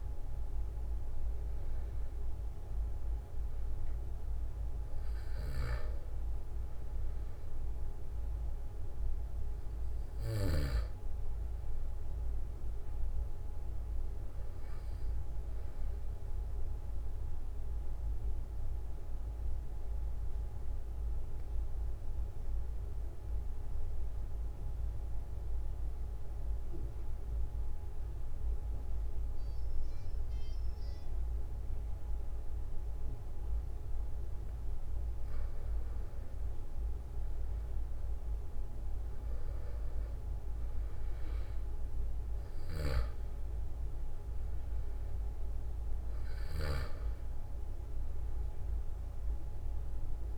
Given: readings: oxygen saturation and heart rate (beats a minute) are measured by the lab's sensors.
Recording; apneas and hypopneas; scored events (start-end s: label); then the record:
breathing in sleep, hard to hear, by a room microphone; 1
0.00-27.50 s: oxygen desaturation (device-marked, oxygen 91% lowest, heart rate 43 extreme)
18.00-34.50 s: mixed apnea (oxygen 97% before, 91% lowest, heart rate 45 before, 44 extreme, up 3 after)
37.00-42.00 s: arousal
43.00-47.00 s: snoring (device-marked)
45.50-50.38 s: oxygen desaturation (device-marked, oxygen 97% before, 93% lowest, heart rate 46 before, 44 extreme)
From the record:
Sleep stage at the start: N2 (light sleep); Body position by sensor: on the back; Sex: male